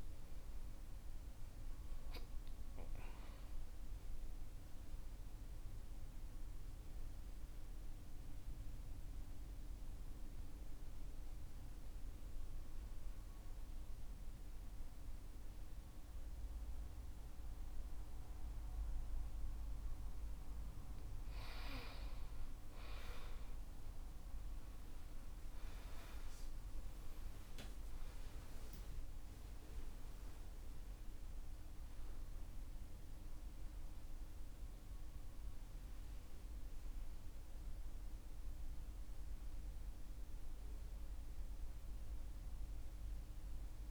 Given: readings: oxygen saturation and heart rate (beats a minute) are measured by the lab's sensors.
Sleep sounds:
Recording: breathing in sleep, hard to hear, by a room microphone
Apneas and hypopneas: 1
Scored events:
5.50-20.50 s: mixed apnea (oxygen 98% before, 91% lowest, heart rate 59 before, 48 extreme, up 21 after)
24.50-29.50 s: arousal
31.00-41.00 s: oxygen desaturation (device-marked, oxygen 97% before, 94% lowest, heart rate 56 before, 55 extreme)
From the record:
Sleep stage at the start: N2 (light sleep)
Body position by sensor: on the back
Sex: male

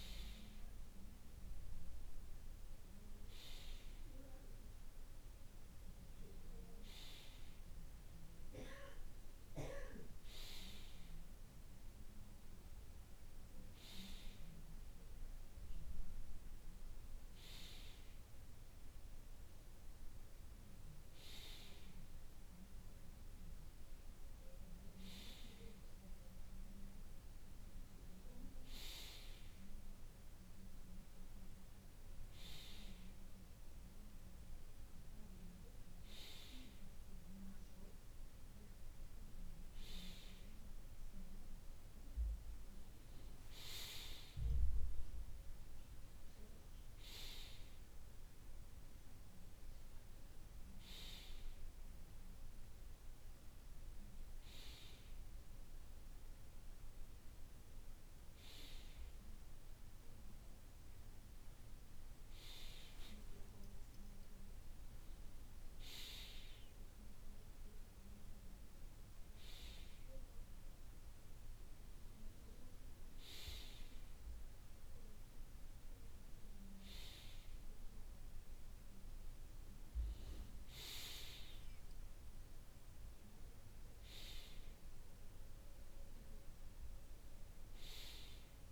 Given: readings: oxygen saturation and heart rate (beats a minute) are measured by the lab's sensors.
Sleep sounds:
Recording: breathing in sleep by a room microphone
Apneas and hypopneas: none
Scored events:
none scored
From the record:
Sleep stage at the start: N2 (light sleep)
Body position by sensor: on the right side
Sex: male

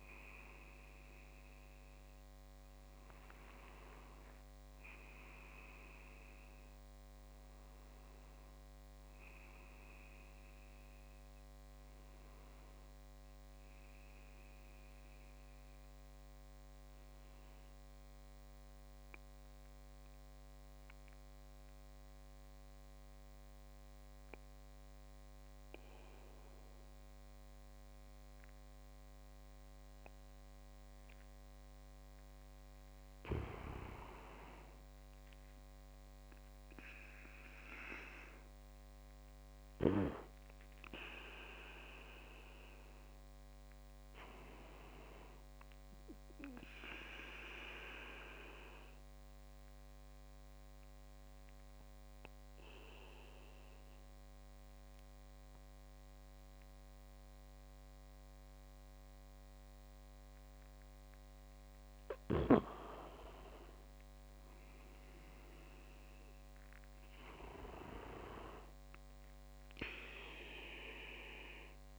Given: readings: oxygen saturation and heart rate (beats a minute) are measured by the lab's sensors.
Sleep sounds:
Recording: breathing in sleep by a microphone on the trachea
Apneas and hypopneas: 2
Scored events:
0.00-10.50 s: oxygen desaturation (device-marked, oxygen 94% lowest)
14.50-32.50 s: obstructive apnea (oxygen 97% before, 93% lowest)
34.50-37.00 s: arousal
37.50-52.50 s: oxygen desaturation (device-marked, oxygen 97% before, 93% lowest)
47.50-61.50 s: obstructive apnea (oxygen 98% before, 89% lowest)
64.50-68.00 s: arousal
70.50-71.99 s: oxygen desaturation (device-marked, oxygen 97% before, 93% lowest)
From the record:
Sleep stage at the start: N2 (light sleep)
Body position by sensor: on the back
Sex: male

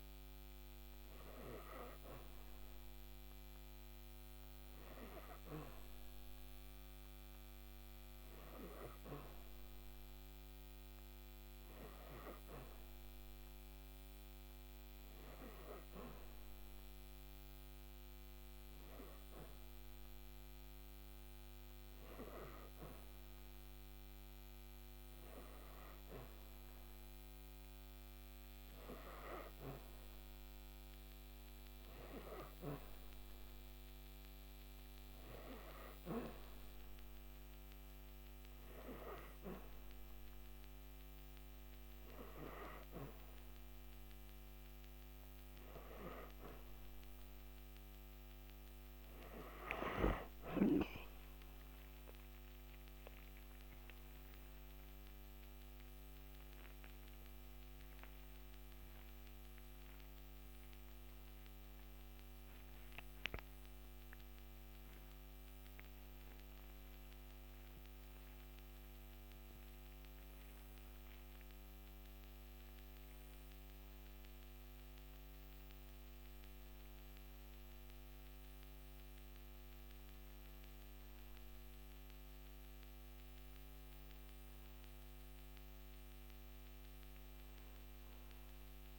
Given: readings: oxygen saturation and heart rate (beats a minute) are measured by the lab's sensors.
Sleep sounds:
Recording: a person partly awake in a sleep study, by a microphone on the trachea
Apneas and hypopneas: none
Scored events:
57.00-87.00 s: new sleep stage, awake
87.00-88.99 s: new sleep stage, N2 (light sleep)
From the record:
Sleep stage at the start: N3 (deep sleep)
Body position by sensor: on the back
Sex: female

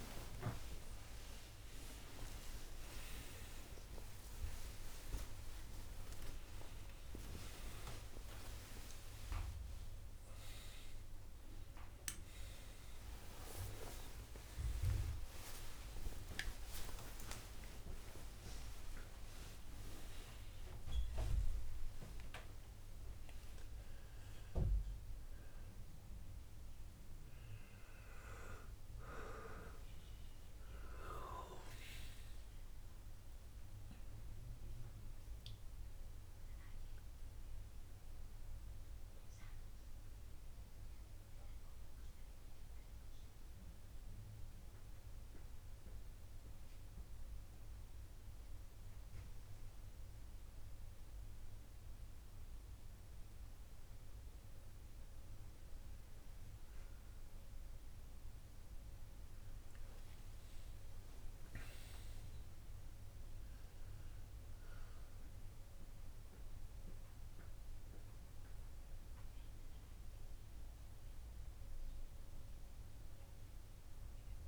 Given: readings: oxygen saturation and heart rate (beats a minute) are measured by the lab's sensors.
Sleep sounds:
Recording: a person partly awake in a sleep study, by a room microphone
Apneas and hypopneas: 1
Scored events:
0.00-14.50 s: oxygen desaturation (device-marked, oxygen 95% lowest, heart rate 71 extreme)
35.50-53.00 s: hypopnea (oxygen 99% before, 91% lowest, heart rate 77 before, 53 extreme, up 7 after)
35.50-65.50 s: new sleep stage, N1 (lightest sleep)
54.50-74.47 s: oxygen desaturation (device-marked, oxygen 99% before, 91% lowest, heart rate 61 before, 55 extreme)
56.00-59.50 s: arousal
65.50-74.47 s: new sleep stage, N2 (light sleep)
From the record:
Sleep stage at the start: awake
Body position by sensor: on the right side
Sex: male

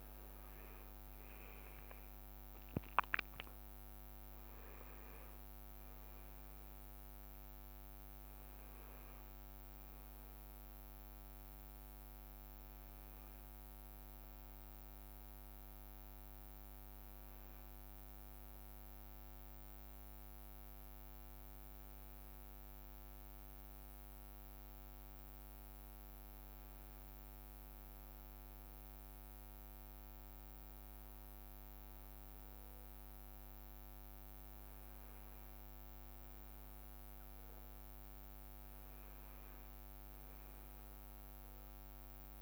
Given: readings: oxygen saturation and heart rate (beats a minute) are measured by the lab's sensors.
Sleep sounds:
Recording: breathing in sleep, hard to hear, by a microphone on the trachea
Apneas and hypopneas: none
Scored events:
0.00-5.50 s: arousal
0.00-6.50 s: leg movement (device-marked)
0.00-17.50 s: oxygen desaturation (device-marked, oxygen 94% lowest, heart rate 59 extreme)
From the record:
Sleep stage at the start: N1 (lightest sleep)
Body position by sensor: on the back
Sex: male

